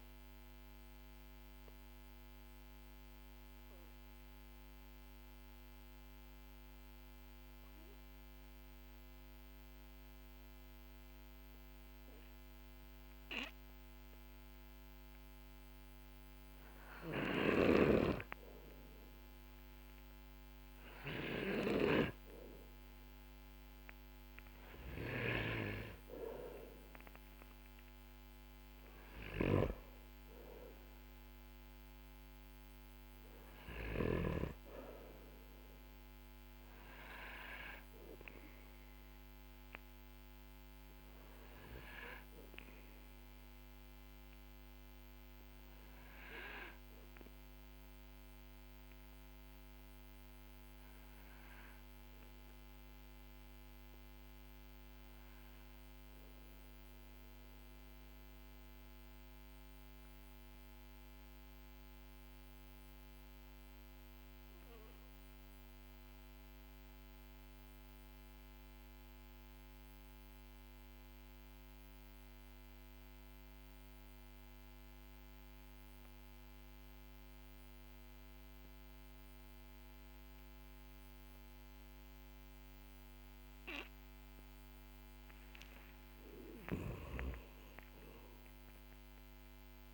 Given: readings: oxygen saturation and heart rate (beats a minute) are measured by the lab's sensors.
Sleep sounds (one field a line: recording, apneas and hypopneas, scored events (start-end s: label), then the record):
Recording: a person partly awake in a sleep study, by a microphone on the trachea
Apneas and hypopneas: 1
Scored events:
16.50-33.50 s: snoring (device-marked)
30.00-89.94 s: new sleep stage, N2 (light sleep)
34.00-69.00 s: oxygen desaturation (device-marked, oxygen 97% before, 92% lowest, heart rate 55 before, 46 extreme)
47.50-85.50 s: mixed apnea (oxygen 98% before, 92% lowest, heart rate 51 before, 46 extreme, up 13 after)
87.50-89.94 s: arousal
From the record:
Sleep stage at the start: awake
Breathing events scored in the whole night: 324 in 5.7 hours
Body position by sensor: on the back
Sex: male